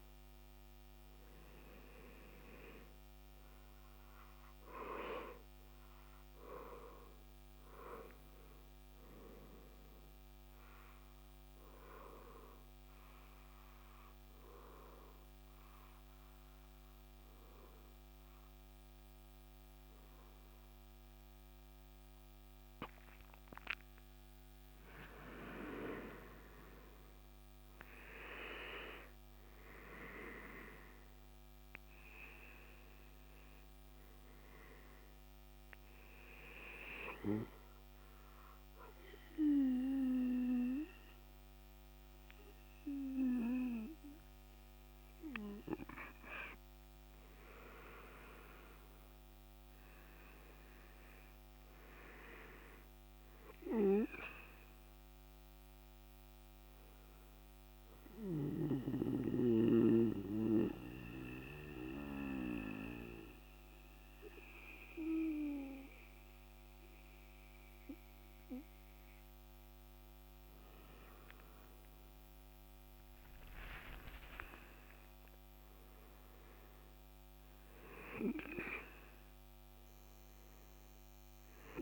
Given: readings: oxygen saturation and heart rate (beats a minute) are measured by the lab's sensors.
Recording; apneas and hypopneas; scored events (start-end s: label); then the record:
breathing in sleep by a microphone on the trachea; 3
12.00-23.50 s: obstructive apnea (oxygen 99% before, 93% lowest, heart rate 72 before, 68 extreme, up 10 after)
21.50-35.50 s: oxygen desaturation (device-marked, oxygen 98% before, 93% lowest, heart rate 72 before, 68 extreme)
26.00-29.50 s: arousal
37.50-48.50 s: obstructive apnea (oxygen 98% before, 94% lowest, heart rate 75 before, 68 extreme, up 12 after)
50.00-54.00 s: arousal
59.00-70.50 s: obstructive apnea (oxygen 97% before, 94% lowest, heart rate 74 before, 66 extreme, up 3 after)
71.50-74.50 s: arousal
From the record:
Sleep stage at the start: N2 (light sleep); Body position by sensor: on the right side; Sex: male